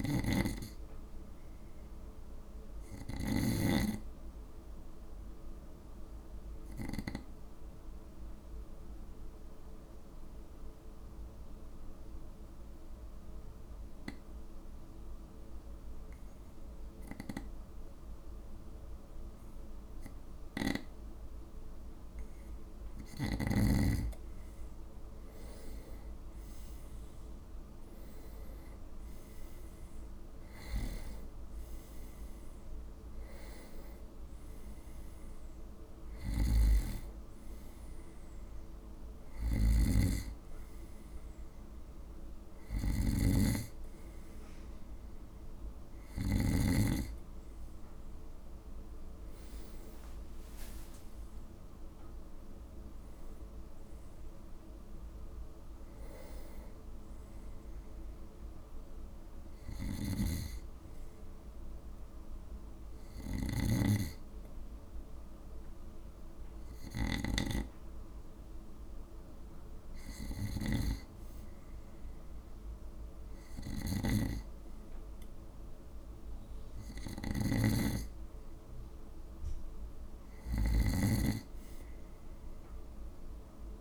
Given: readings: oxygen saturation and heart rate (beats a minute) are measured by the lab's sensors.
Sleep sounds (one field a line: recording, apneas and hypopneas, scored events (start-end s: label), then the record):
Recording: breathing in sleep by a room microphone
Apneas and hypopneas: 1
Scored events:
0.00-3.50 s: snoring (device-marked)
4.00-22.00 s: obstructive apnea (oxygen 96% before, 93% lowest, heart rate 57 before, 53 extreme, up 10 after)
24.00-27.50 s: arousal
36.00-46.50 s: snoring (device-marked)
59.50-83.81 s: snoring (device-marked)
From the record:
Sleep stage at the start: N2 (light sleep)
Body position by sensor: on the right side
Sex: male